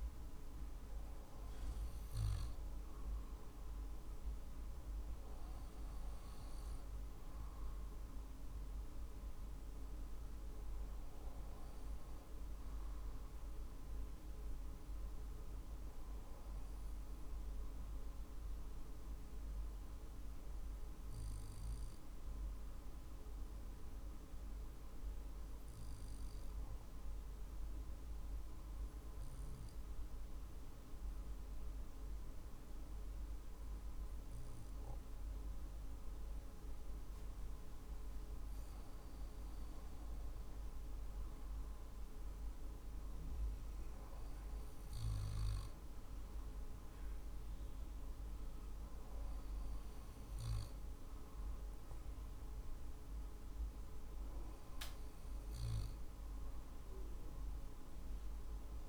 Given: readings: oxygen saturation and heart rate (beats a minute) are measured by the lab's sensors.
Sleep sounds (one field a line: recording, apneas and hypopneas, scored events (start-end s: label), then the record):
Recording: breathing in sleep, hard to hear, by a room microphone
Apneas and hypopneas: 1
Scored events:
0.00-2.00 s: drop in pulse transit time (device-marked, heart rate 48 extreme)
16.50-38.00 s: obstructive apnea (oxygen 96% before, 92% lowest, heart rate 48 before, 47 extreme, up 3 after)
33.00-45.00 s: oxygen desaturation (device-marked, oxygen 96% before, 92% lowest, heart rate 47 before, 47 extreme)
45.50-51.00 s: arousal
From the record:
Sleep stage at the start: N2 (light sleep)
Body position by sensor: on the back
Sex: male